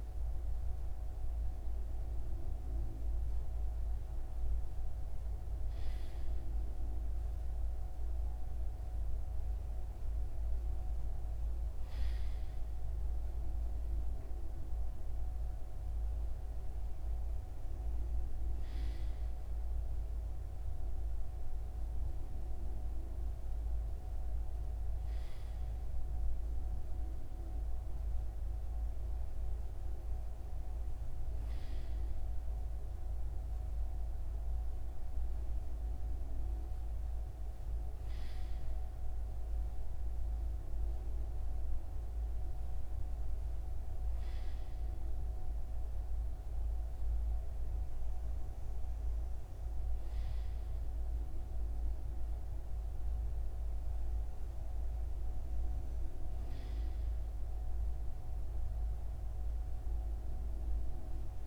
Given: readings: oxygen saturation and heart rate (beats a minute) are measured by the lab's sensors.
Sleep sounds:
breathing in sleep, hard to hear, by a room microphone; none
none scored
From the record:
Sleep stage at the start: REM sleep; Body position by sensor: on the right side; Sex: male

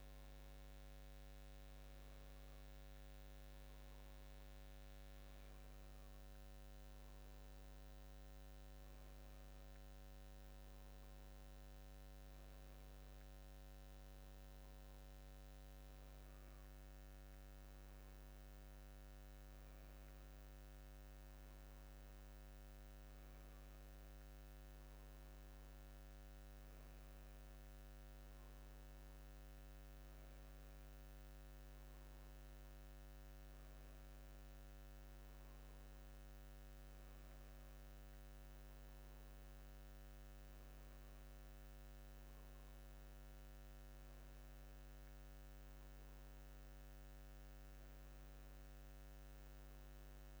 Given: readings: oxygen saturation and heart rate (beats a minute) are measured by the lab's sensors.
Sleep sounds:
breathing in sleep, hard to hear, by a microphone on the trachea; none
none scored
From the record:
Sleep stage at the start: N2 (light sleep); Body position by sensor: on the back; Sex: male

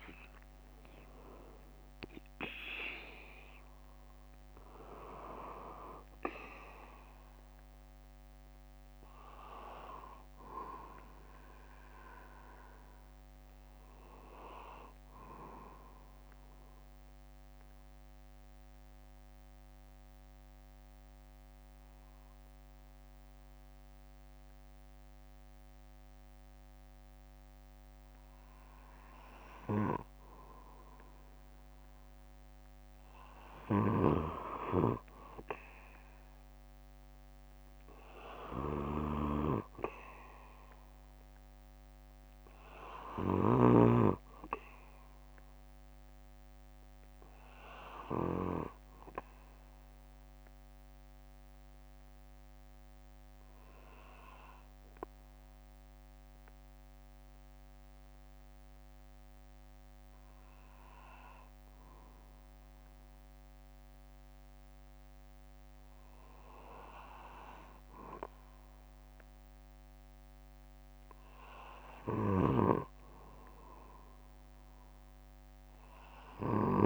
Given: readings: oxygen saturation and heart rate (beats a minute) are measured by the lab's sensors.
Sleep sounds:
breathing in sleep by a microphone on the trachea; 2
7.50-13.50 s: oxygen desaturation (device-marked, oxygen 97% before, 94% lowest, heart rate 62 before, 53 extreme)
10.50-12.50 s: bradycardia (device-marked, heart rate 61 before, 60 extreme)
13.50-30.50 s: bradycardia (device-marked, heart rate 61 before, 53 extreme)
16.50-29.50 s: mixed apnea (oxygen 97% before, 94% lowest, heart rate 63 before, 53 extreme, up 13 after)
32.00-35.00 s: arousal
41.50-43.50 s: bradycardia (device-marked, heart rate 61 before, 59 extreme)
50.50-61.50 s: bradycardia (device-marked, heart rate 61 before, 54 extreme)
52.00-66.00 s: obstructive apnea (oxygen 97% before, 93% lowest, heart rate 62 before, 46 extreme, up 10 after)
63.50-65.50 s: bradycardia (device-marked, heart rate 61 before, 56 extreme)
67.00-71.00 s: arousal
67.50-69.50 s: bradycardia (device-marked, heart rate 61 before, 58 extreme)
72.50-74.50 s: bradycardia (device-marked, heart rate 61 before, 63 extreme)
From the record:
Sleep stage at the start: N2 (light sleep); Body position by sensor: on the back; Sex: male

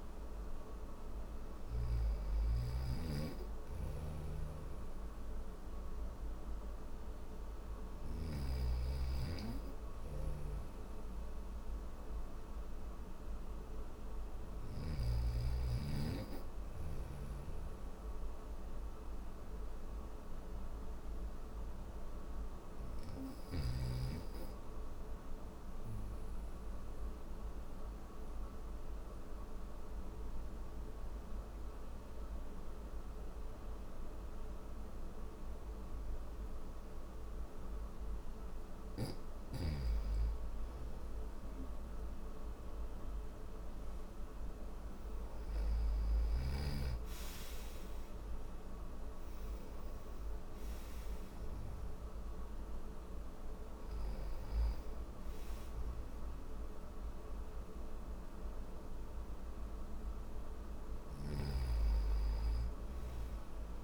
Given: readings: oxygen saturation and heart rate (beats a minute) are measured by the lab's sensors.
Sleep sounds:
breathing in sleep, hard to hear, by a room microphone; none
3.00-7.50 s: snoring (device-marked)
46.00-63.84 s: new sleep stage, N1 (lightest sleep)
From the record:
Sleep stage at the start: N3 (deep sleep); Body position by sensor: on the back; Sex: male

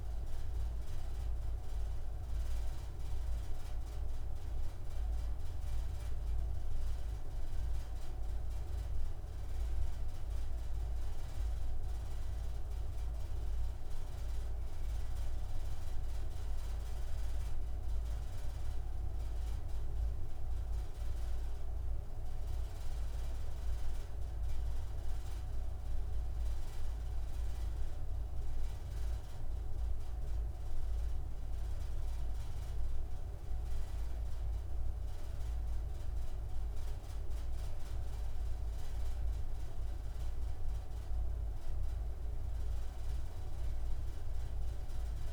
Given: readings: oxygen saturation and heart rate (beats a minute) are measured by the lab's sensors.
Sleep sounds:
breathing in sleep, hard to hear, by a room microphone; none
none scored
From the record:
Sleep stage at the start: N2 (light sleep); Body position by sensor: on the right side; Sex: male

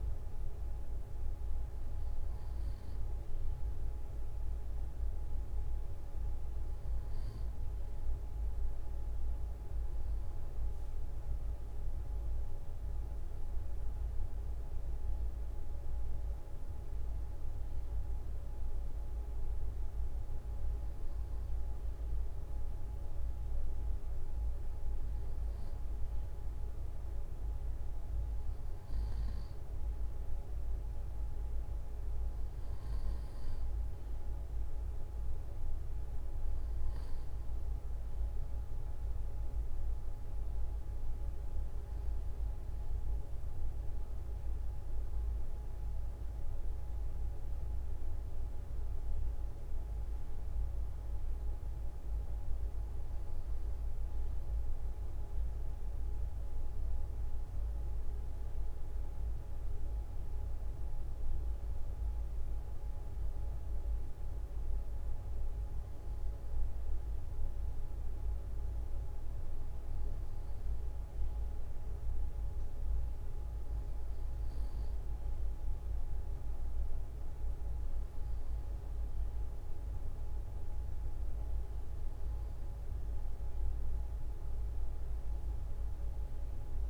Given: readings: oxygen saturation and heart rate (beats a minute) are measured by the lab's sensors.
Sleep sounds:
breathing in sleep, hard to hear, by a room microphone; none
none scored
From the record:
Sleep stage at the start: REM sleep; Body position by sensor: on the front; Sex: male

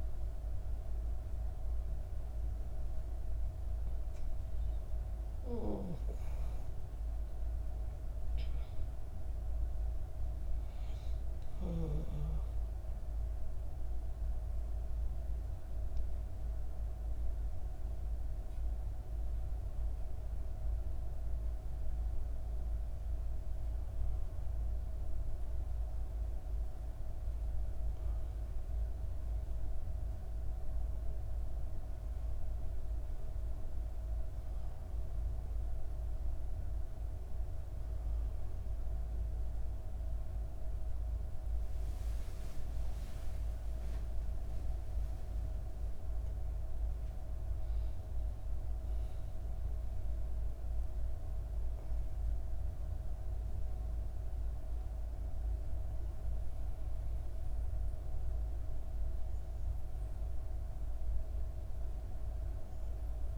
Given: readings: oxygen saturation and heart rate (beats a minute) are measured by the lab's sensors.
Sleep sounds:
a person awake in a sleep study, hard to hear, by a room microphone; none
0.50-63.38 s: new sleep stage, awake
From the record:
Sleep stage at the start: N1 (lightest sleep); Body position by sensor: on the back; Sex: female

